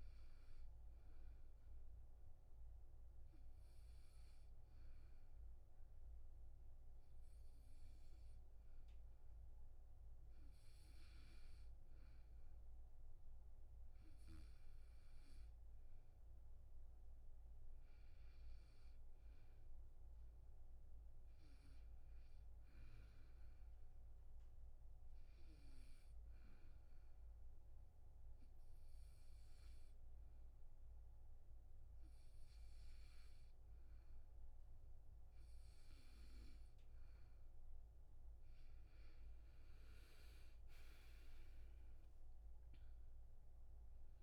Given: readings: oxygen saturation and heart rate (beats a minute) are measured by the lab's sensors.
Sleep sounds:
breathing in sleep, hard to hear, by a room microphone; 2
0.00-14.00 s: oxygen desaturation (device-marked, oxygen 90% lowest, heart rate 67 extreme)
1.50-12.50 s: obstructive apnea (oxygen 99% before, 90% lowest, heart rate 74 before, 67 extreme, up 2 after)
16.00-19.00 s: arousal
25.50-38.00 s: obstructive apnea (oxygen 98% before, 87% lowest, heart rate 71 before, 69 extreme, up 8 after)
40.00-43.50 s: arousal
From the record:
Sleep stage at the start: N2 (light sleep); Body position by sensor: on the back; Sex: male

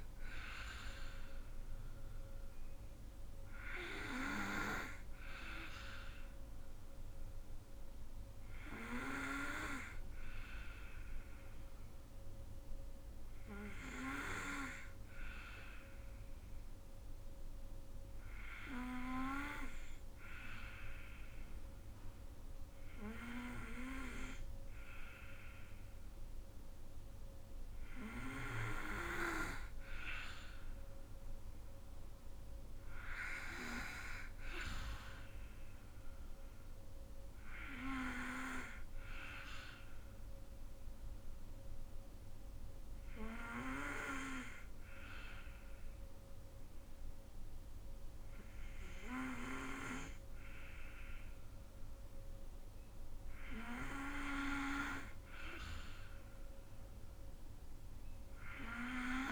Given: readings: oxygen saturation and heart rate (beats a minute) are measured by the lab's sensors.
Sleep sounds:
breathing in sleep by a room microphone; 2
0.00-8.50 s: oxygen desaturation (device-marked, oxygen 94% lowest, heart rate 53 extreme)
10.50-26.50 s: hypopnea (oxygen 98% before, 93% lowest, heart rate 60 before, 53 extreme, up 8 after)
29.50-33.00 s: arousal
29.50-51.50 s: oxygen desaturation (device-marked, oxygen 97% before, 93% lowest, heart rate 56 before, 57 extreme)
39.50-52.00 s: hypopnea (oxygen 97% before, 92% lowest, heart rate 57 before, 57 extreme, up 6 after)
54.50-58.50 s: arousal
From the record:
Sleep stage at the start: N2 (light sleep); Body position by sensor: on the back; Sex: female

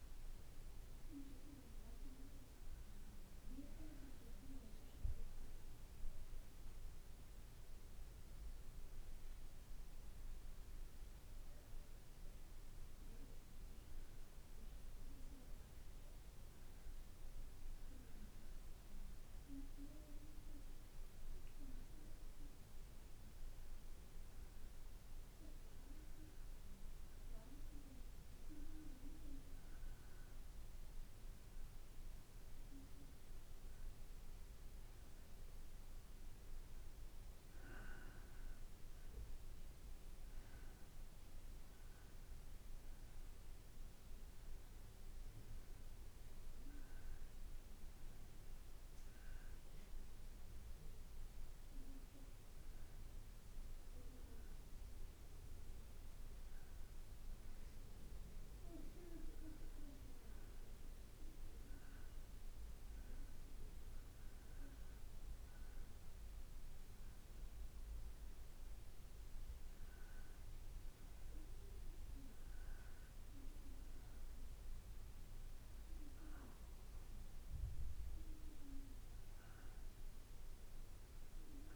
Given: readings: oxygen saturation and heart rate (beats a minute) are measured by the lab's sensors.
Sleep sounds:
breathing in sleep, hard to hear, by a room microphone; none
none scored
From the record:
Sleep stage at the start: N2 (light sleep); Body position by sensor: on the back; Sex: male

